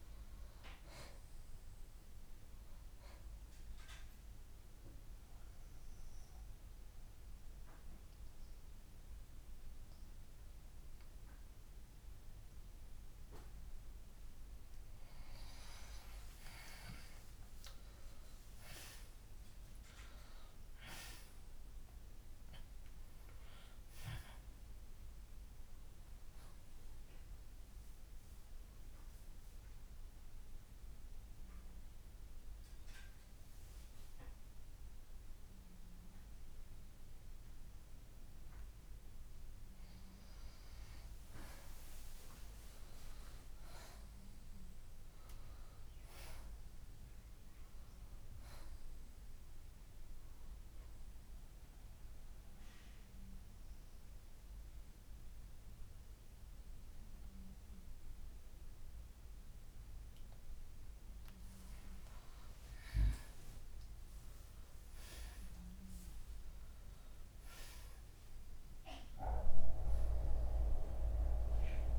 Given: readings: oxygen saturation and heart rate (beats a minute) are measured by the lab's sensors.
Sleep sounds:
breathing in sleep by a room microphone; 3
2.00-20.00 s: oxygen desaturation (device-marked, oxygen 92% before, 86% lowest, heart rate 67 before, 56 extreme)
4.00-14.00 s: central apnea (oxygen 93% before, 83% lowest, heart rate 66 before, 64 extreme, up 5 after)
19.00-23.00 s: arousal
27.50-39.50 s: hypopnea (oxygen 93% before, 83% lowest, heart rate 67 before, 56 extreme, up 13 after)
32.00-45.00 s: oxygen desaturation (device-marked, oxygen 93% before, 83% lowest, heart rate 68 before, 56 extreme)
42.50-47.00 s: arousal
51.00-61.50 s: central apnea (oxygen 94% before, 86% lowest, heart rate 67 before, 56 extreme, up 15 after)
57.00-71.99 s: oxygen desaturation (device-marked, oxygen 94% before, 86% lowest, heart rate 67 before, 60 extreme)
63.00-66.50 s: arousal
From the record:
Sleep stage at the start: N2 (light sleep); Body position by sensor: on the left side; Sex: male

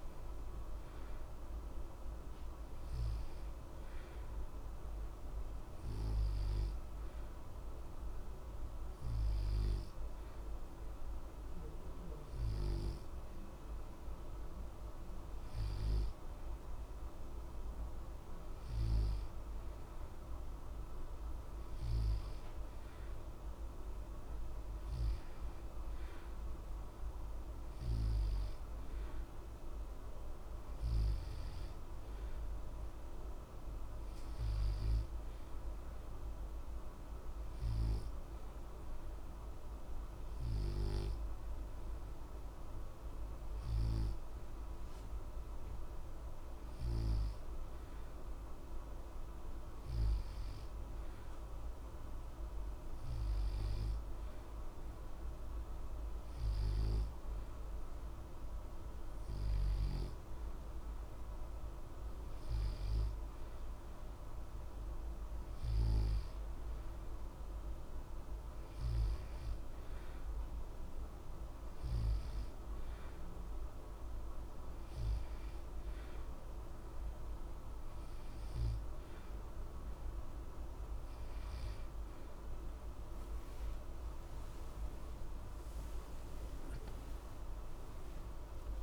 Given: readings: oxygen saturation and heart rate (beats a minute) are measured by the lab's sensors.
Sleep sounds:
breathing in sleep, hard to hear, by a room microphone; none
86.00-88.83 s: new sleep stage, N1 (lightest sleep)
From the record:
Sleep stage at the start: N2 (light sleep); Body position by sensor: on the back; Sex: male

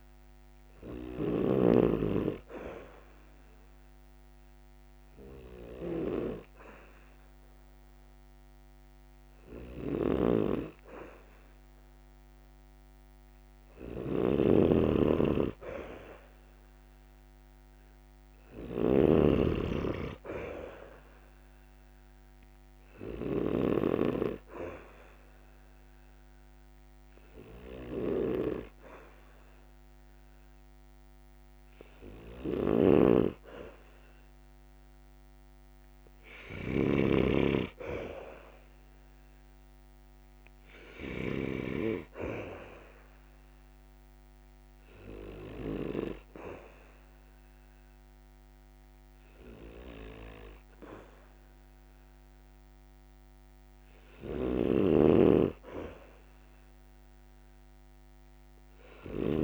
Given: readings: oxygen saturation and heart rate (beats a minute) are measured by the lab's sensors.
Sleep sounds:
breathing in sleep by a microphone on the trachea; 3
0.00-1.50 s: snoring (device-marked)
3.00-14.50 s: obstructive apnea (oxygen 99% before, 92% lowest, heart rate 65 before, 64 extreme, up 0 after)
6.00-18.00 s: oxygen desaturation (device-marked, oxygen 99% before, 92% lowest, heart rate 66 before, 64 extreme)
9.50-19.00 s: snoring (device-marked)
17.00-21.00 s: arousal
25.50-35.50 s: hypopnea (oxygen 99% before, 92% lowest, heart rate 67 before, 66 extreme, up 5 after)
30.00-40.00 s: oxygen desaturation (device-marked, oxygen 96% before, 92% lowest, heart rate 67 before, 66 extreme)
32.00-36.50 s: snoring (device-marked)
37.00-39.50 s: arousal
43.50-55.00 s: obstructive apnea (oxygen 96% before, 93% lowest, heart rate 68 before, 66 extreme, up 1 after)
54.50-59.44 s: snoring (device-marked)
57.00-59.44 s: arousal
From the record:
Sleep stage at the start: N2 (light sleep); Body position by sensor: on the back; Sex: male

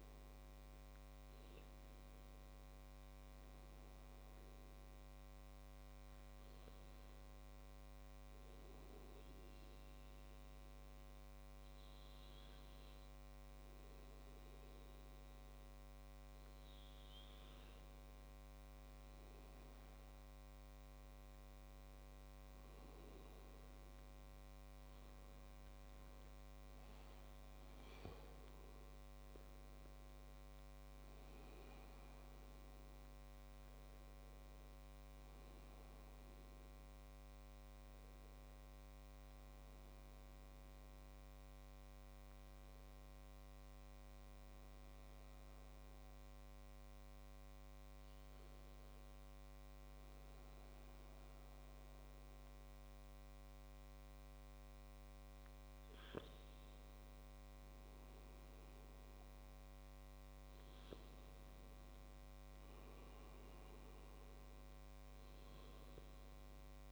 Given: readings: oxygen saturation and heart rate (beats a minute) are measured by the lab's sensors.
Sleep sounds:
breathing in sleep, hard to hear, by a microphone on the trachea; none
none scored
From the record:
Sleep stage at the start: N1 (lightest sleep); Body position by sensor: on the back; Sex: male

